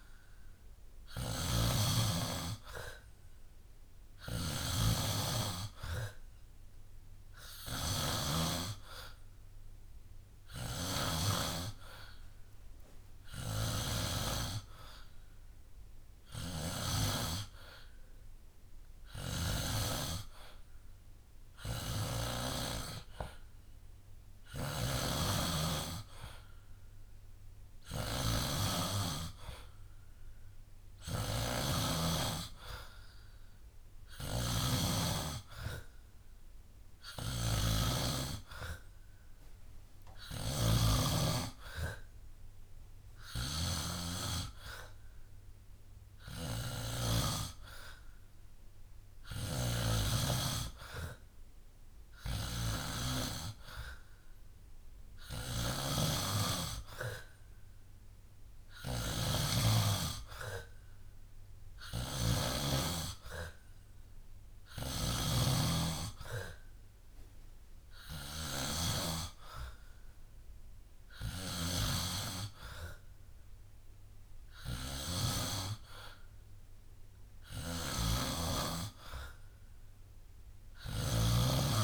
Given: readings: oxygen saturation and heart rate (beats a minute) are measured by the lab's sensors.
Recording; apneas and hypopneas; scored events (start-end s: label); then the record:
breathing in sleep by a room microphone; none
0.00-11.00 s: snoring (device-marked)
13.00-17.00 s: snoring (device-marked)
24.00-47.00 s: snoring (device-marked)
49.00-53.00 s: snoring (device-marked)
50.00-52.00 s: long interval between heartbeats (device-marked, heart rate 68 before, 65 extreme)
55.00-81.84 s: snoring (device-marked)
From the record:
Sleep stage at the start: N2 (light sleep); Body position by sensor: on the back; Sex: male